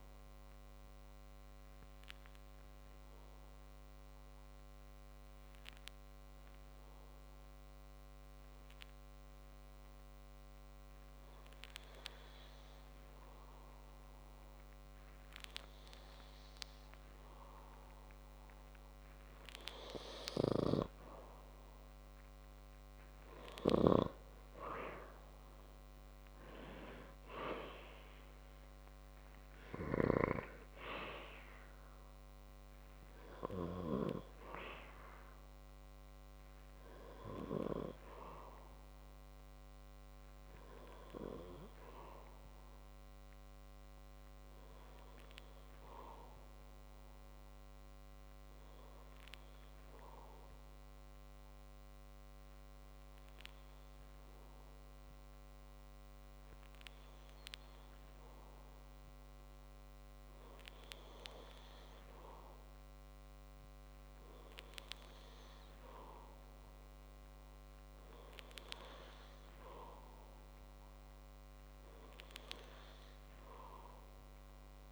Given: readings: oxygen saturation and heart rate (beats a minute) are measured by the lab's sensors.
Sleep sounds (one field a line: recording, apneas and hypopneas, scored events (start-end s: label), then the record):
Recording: breathing in sleep by a microphone on the trachea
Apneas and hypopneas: 1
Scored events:
1.50-19.00 s: hypopnea (oxygen 95% before, 94% lowest, heart rate 69 before, 55 extreme, up 6 after)
23.00-25.50 s: arousal
From the record:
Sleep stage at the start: N2 (light sleep)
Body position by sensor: on the back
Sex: male